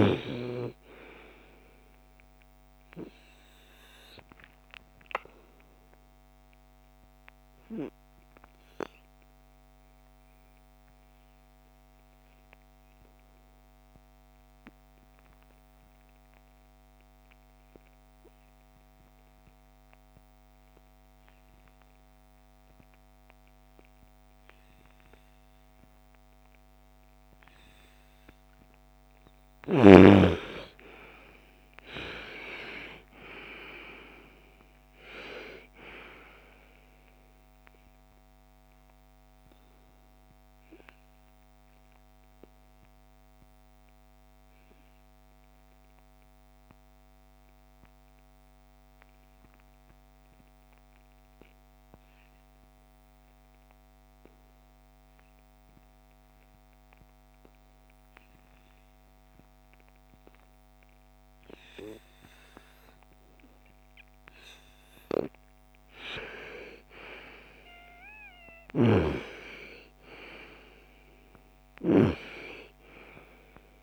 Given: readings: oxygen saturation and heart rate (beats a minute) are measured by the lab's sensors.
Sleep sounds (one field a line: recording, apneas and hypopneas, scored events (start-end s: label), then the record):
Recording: breathing in sleep by a microphone on the trachea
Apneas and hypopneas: 2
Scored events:
0.00-16.00 s: oxygen desaturation (device-marked, oxygen 91% lowest, heart rate 37 extreme)
6.00-27.50 s: obstructive apnea (oxygen 98% before, 82% lowest, heart rate 58 before, 37 extreme)
23.00-53.00 s: oxygen desaturation (device-marked, oxygen 97% before, 82% lowest, heart rate 58 before, 47 extreme)
29.50-33.00 s: arousal
38.50-63.50 s: obstructive apnea (oxygen 97% before, 82% lowest, heart rate 62 before, 47 extreme, up 25 after)
65.00-68.50 s: arousal
67.00-73.83 s: oxygen desaturation (device-marked, oxygen 99% before, 85% lowest, heart rate 54 before, 46 extreme)
From the record:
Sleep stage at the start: N2 (light sleep)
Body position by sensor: on the front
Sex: female